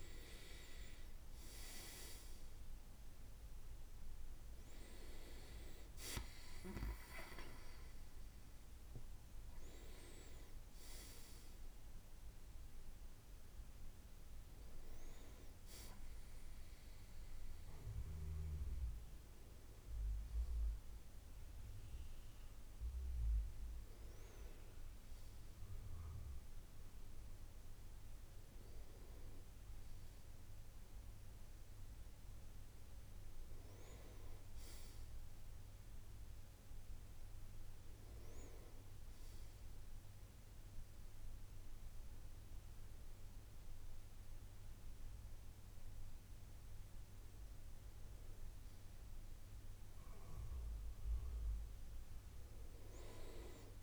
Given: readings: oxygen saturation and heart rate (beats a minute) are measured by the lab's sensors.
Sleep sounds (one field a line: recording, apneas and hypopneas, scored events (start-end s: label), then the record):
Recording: breathing in sleep by a room microphone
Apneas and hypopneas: none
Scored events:
0.00-1.50 s: arousal
48.00-52.50 s: arousal
From the record:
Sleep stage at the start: N2 (light sleep)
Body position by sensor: on the right side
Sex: male